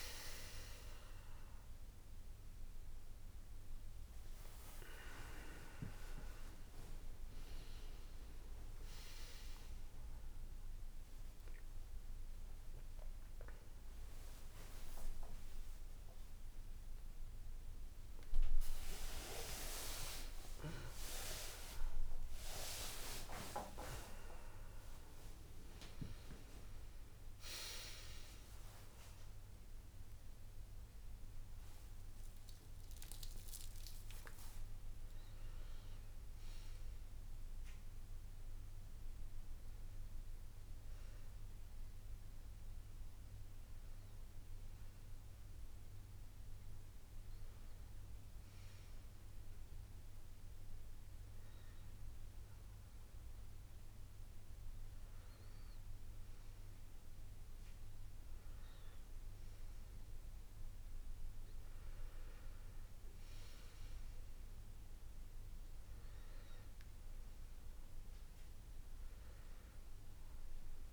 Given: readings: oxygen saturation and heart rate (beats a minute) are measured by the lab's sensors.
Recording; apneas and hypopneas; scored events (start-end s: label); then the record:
a person partly awake in a sleep study, by a room microphone; none
22.00-70.93 s: new sleep stage, N1 (lightest sleep)
52.50-56.00 s: arousal
From the record:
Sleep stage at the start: awake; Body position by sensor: on the back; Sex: male